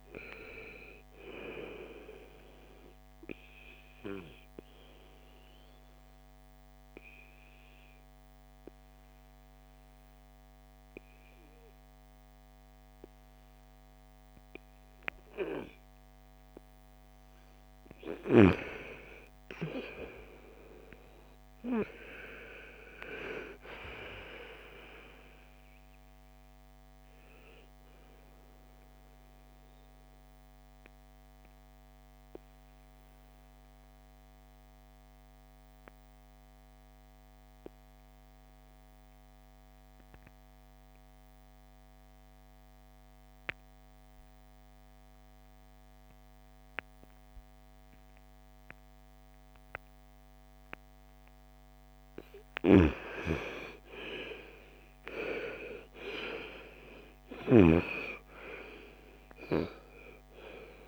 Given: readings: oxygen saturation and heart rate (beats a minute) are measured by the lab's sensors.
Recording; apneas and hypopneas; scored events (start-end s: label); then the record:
breathing in sleep by a microphone on the trachea; 2
2.50-13.50 s: oxygen desaturation (device-marked, oxygen 96% before, 91% lowest, heart rate 58 before, 55 extreme)
3.50-16.00 s: obstructive apnea (oxygen 98% before, 85% lowest, heart rate 58 before, 55 extreme, up 10 after)
20.00-24.00 s: arousal
21.50-44.50 s: oxygen desaturation (device-marked, oxygen 97% before, 91% lowest, heart rate 58 before, 50 extreme)
29.00-52.00 s: obstructive apnea (oxygen 97% before, 85% lowest, heart rate 59 before, 50 extreme, up 7 after)
52.50-60.88 s: oxygen desaturation (device-marked, oxygen 98% before, 85% lowest, heart rate 56 before, 54 extreme)
53.00-57.00 s: arousal
From the record:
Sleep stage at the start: N2 (light sleep); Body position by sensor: on the right side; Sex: female